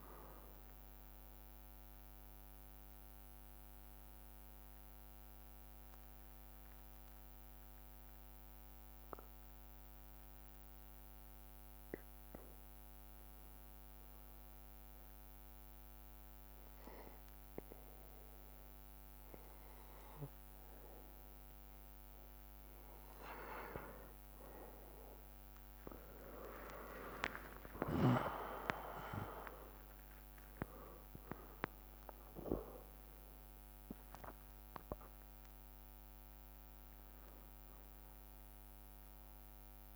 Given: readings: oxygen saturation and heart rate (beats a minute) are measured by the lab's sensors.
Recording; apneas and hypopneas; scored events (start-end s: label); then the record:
breathing in sleep by a microphone on the trachea; 1
4.00-11.00 s: bradycardia (device-marked, heart rate 65 before, 57 extreme)
13.50-23.50 s: obstructive apnea (oxygen 96% before, 93% lowest, heart rate 62 before, 55 extreme, up 13 after)
14.00-24.00 s: bradycardia (device-marked, heart rate 65 before, 55 extreme)
25.50-31.00 s: arousal
28.00-39.96 s: drop in pulse transit time (device-marked, heart rate 58 before, 63 extreme)
From the record:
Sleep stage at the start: N2 (light sleep); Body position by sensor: on the back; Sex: male